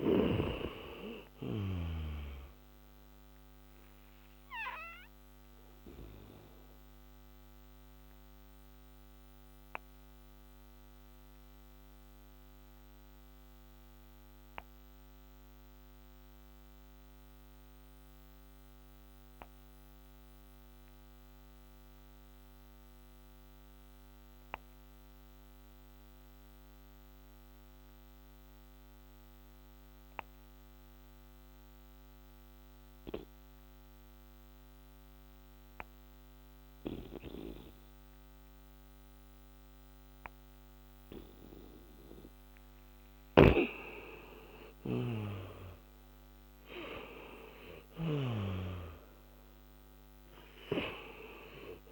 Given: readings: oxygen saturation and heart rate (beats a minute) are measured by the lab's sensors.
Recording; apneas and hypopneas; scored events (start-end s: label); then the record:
breathing in sleep by a microphone on the trachea; 1
0.00-2.00 s: snoring (device-marked)
0.00-27.50 s: oxygen desaturation (device-marked, oxygen 87% lowest, heart rate 48 extreme)
4.50-41.50 s: obstructive apnea (oxygen 99% before, 87% lowest, heart rate 61 before, 49 extreme, up 5 after)
43.00-48.00 s: snoring (device-marked)
43.50-47.50 s: arousal
From the record:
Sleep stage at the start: N2 (light sleep); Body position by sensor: on the back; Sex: male